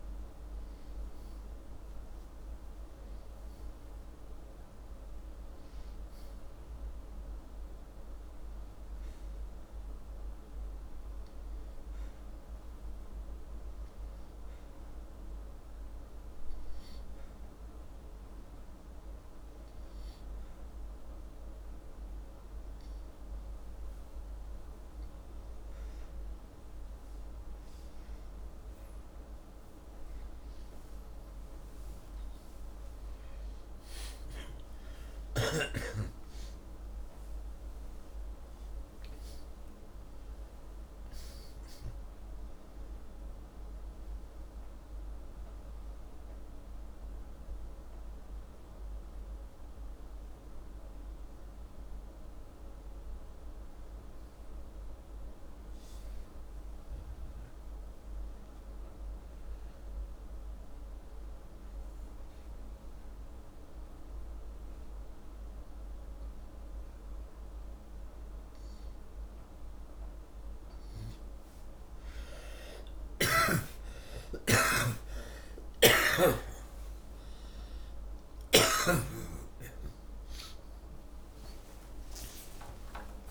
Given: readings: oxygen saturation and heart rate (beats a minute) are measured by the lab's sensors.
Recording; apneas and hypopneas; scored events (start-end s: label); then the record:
breathing in sleep by a room microphone; 2
15.00-26.00 s: hypopnea (oxygen 96% before, 94% lowest, heart rate 84 before, 80 extreme, up 5 after)
33.00-39.00 s: arousal
62.00-72.50 s: hypopnea (oxygen 97% before, 94% lowest, heart rate 84 before, 76 extreme, up 24 after)
72.50-83.31 s: new sleep stage, awake
76.50-80.00 s: snoring (device-marked)
From the record:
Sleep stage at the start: N2 (light sleep); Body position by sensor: upright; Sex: male